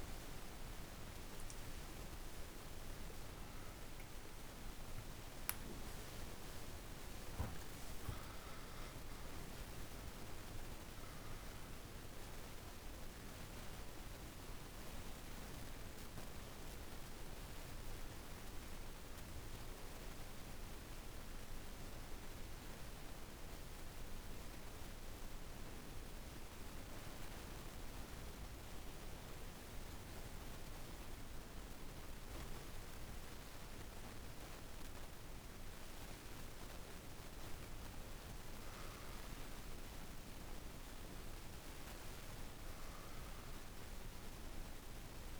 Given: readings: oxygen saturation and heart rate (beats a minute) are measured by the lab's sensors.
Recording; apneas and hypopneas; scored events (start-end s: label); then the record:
breathing in sleep, hard to hear, by a room microphone; 1
1.50-7.50 s: arousal
2.50-22.50 s: oxygen desaturation (device-marked, oxygen 98% before, 91% lowest, heart rate 62 before, 49 extreme)
19.50-32.00 s: obstructive apnea (oxygen 98% before, 92% lowest, heart rate 112 before, 49 extreme, up 6 after)
35.00-39.50 s: arousal
38.50-45.40 s: oxygen desaturation (device-marked, oxygen 99% before, 92% lowest, heart rate 52 before, 49 extreme)
From the record:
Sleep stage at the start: N2 (light sleep); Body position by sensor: on the back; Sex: female